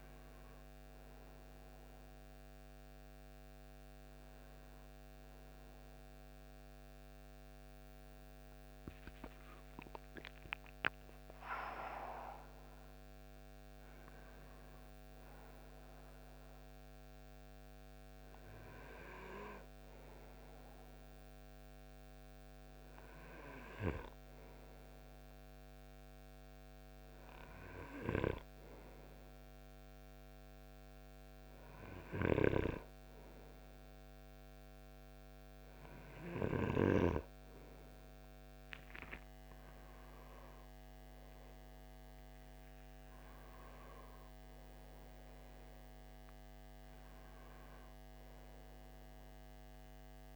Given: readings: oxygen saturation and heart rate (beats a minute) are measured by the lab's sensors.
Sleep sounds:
breathing in sleep by a microphone on the trachea; none
0.00-14.00 s: oxygen desaturation (device-marked, oxygen 84% lowest, heart rate 56 extreme)
4.00-50.36 s: new sleep stage, N1 (lightest sleep)
28.00-29.00 s: oxygen desaturation (device-marked, oxygen 97% before, 95% lowest, heart rate 60 before, 57 extreme)
43.50-49.00 s: arousal
From the record:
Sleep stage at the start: N2 (light sleep); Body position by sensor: on the right side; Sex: male

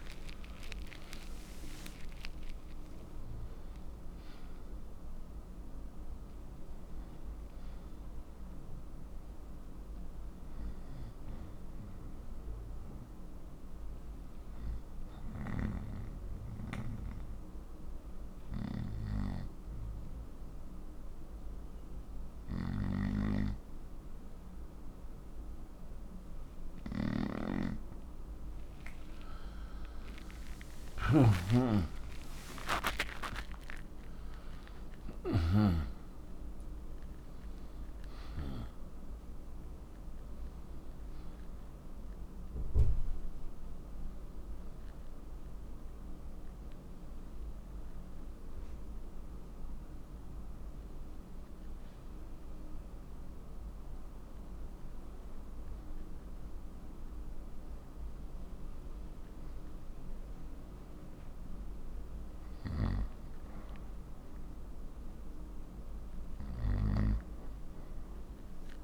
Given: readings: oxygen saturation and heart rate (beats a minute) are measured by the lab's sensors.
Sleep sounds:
breathing in sleep by a room microphone; 1
3.50-7.50 s: arousal
9.00-68.84 s: new sleep stage, N2 (light sleep)
16.00-29.50 s: hypopnea (oxygen 94% before, 91% lowest, heart rate 71 before, 60 extreme, up 15 after)
30.50-34.50 s: arousal
46.00-58.00 s: oxygen desaturation (device-marked, oxygen 95% before, 91% lowest, heart rate 75 before, 60 extreme)
From the record:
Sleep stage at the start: N1 (lightest sleep); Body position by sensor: on the right side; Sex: male

